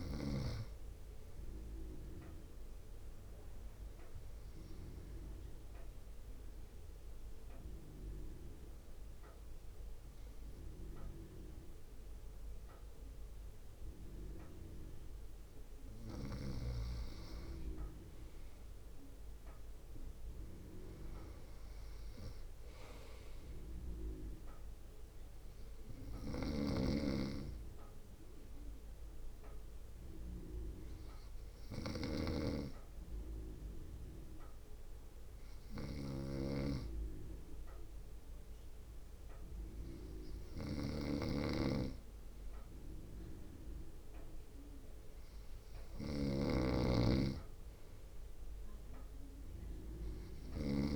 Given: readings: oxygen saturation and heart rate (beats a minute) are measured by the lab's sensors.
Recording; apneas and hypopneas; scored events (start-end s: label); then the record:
breathing in sleep by a room microphone; 2
0.00-3.50 s: drop in pulse transit time (device-marked, heart rate 51 extreme)
0.00-16.50 s: oxygen desaturation (device-marked, oxygen 92% lowest, heart rate 53 extreme)
3.50-16.50 s: obstructive apnea (oxygen 96% before, 92% lowest, heart rate 55 before, 53 extreme, up 5 after)
19.50-23.00 s: arousal
26.00-43.00 s: obstructive apnea (oxygen 96% before, 93% lowest, heart rate 58 before, 55 extreme, up 0 after)
36.50-50.96 s: snoring (device-marked)
44.50-47.50 s: arousal
From the record:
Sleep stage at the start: N2 (light sleep); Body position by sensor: on the front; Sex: male